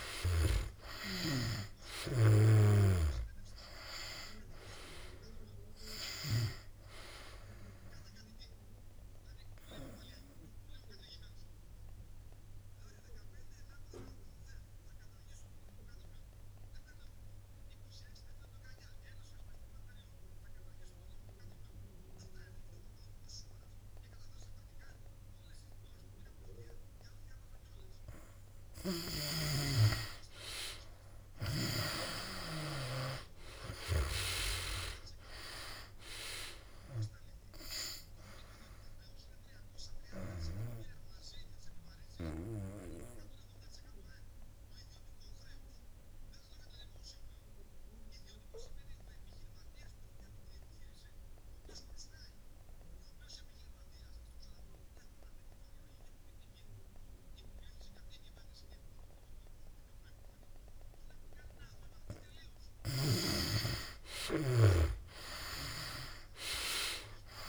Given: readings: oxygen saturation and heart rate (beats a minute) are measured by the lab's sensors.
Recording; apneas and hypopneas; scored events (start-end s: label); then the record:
breathing in sleep by a room microphone; 2
0.00-22.00 s: oxygen desaturation (device-marked, oxygen 83% lowest, heart rate 65 extreme)
9.00-28.50 s: obstructive apnea (oxygen 99% before, 80% lowest, heart rate 71 before, 64 extreme, up 5 after)
29.00-63.00 s: oxygen desaturation (device-marked, oxygen 98% before, 80% lowest, heart rate 68 before, 64 extreme)
29.50-33.50 s: snoring (device-marked)
31.50-35.00 s: arousal
39.50-62.00 s: obstructive apnea (oxygen 98% before, 80% lowest, heart rate 67 before, 64 extreme, up 5 after)
65.00-67.49 s: oxygen desaturation (device-marked, oxygen 97% before, 81% lowest, heart rate 66 before, 68 extreme)
65.50-67.49 s: arousal
From the record:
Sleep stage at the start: N2 (light sleep); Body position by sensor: on the back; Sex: male